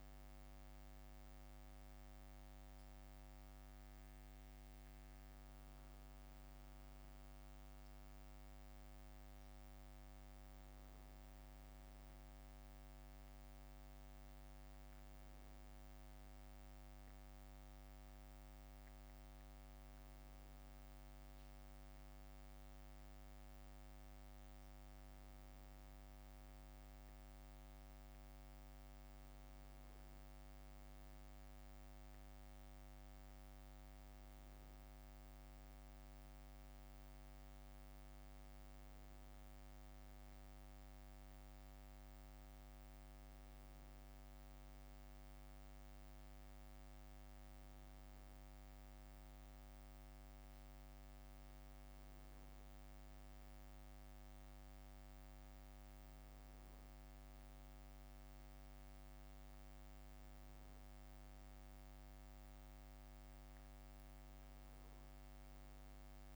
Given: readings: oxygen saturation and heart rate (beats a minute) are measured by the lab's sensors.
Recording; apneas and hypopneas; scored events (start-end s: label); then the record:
a person partly awake in a sleep study, hard to hear, by a microphone on the trachea; none
17.50-66.35 s: new sleep stage, N1 (lightest sleep)
From the record:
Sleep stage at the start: awake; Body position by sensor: on the back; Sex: male